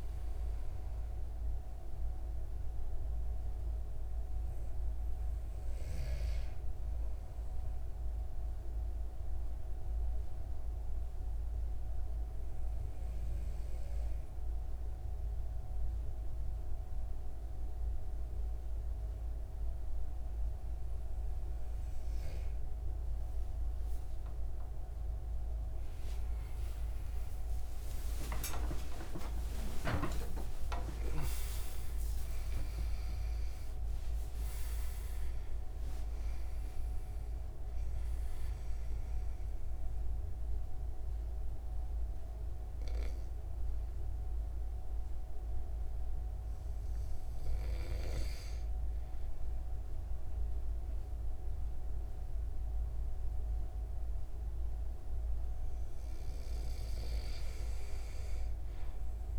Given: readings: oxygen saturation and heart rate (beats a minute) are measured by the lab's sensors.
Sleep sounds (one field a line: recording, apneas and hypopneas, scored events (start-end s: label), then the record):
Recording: breathing in sleep by a room microphone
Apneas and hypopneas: 1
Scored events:
6.50-21.50 s: hypopnea (oxygen 97% before, 94% lowest)
25.50-31.00 s: arousal
From the record:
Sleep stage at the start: N2 (light sleep)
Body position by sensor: on the right side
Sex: male